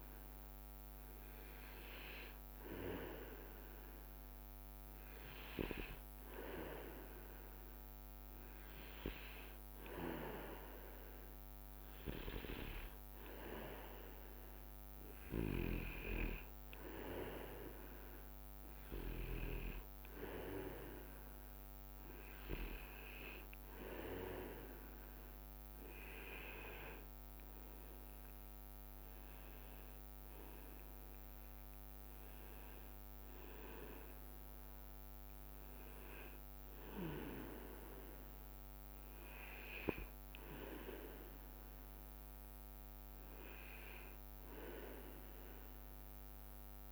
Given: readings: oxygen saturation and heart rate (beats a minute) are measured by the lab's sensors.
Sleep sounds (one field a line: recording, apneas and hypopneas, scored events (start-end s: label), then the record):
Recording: breathing in sleep by a microphone on the trachea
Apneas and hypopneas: none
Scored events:
26.00-30.00 s: leg movement (device-marked)
From the record:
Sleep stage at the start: N2 (light sleep)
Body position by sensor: on the back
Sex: male